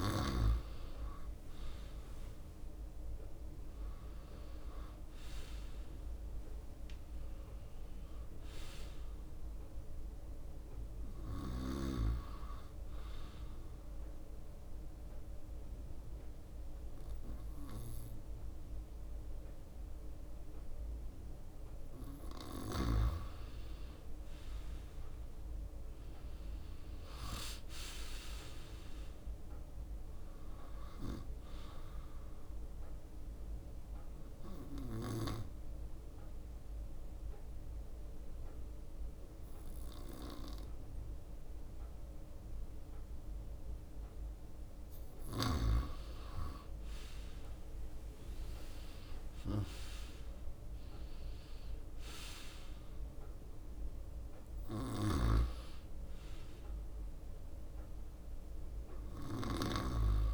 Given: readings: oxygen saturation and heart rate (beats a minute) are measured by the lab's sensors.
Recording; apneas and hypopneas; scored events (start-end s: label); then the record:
breathing in sleep by a room microphone; 2
0.00-8.00 s: leg movement (device-marked)
5.50-9.00 s: arousal
13.50-23.50 s: mixed apnea (oxygen 95% before, 93% lowest, heart rate 65 before, 61 extreme, up 8 after)
15.00-19.50 s: leg movement (device-marked)
23.50-27.00 s: leg movement (device-marked)
26.00-30.00 s: arousal
27.00-29.50 s: leg movement (device-marked)
29.50-48.50 s: oxygen desaturation (device-marked, oxygen 96% before, 93% lowest, heart rate 65 before, 61 extreme)
34.00-46.00 s: mixed apnea (oxygen 96% before, 93% lowest, heart rate 65 before, 61 extreme, up 9 after)
47.00-50.50 s: leg movement (device-marked)
48.00-52.00 s: arousal
53.00-57.50 s: leg movement (device-marked)
54.50-60.34 s: oxygen desaturation (device-marked, oxygen 98% before, 94% lowest, heart rate 64 before, 64 extreme)
From the record:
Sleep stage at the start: N2 (light sleep); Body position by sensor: on the right side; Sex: male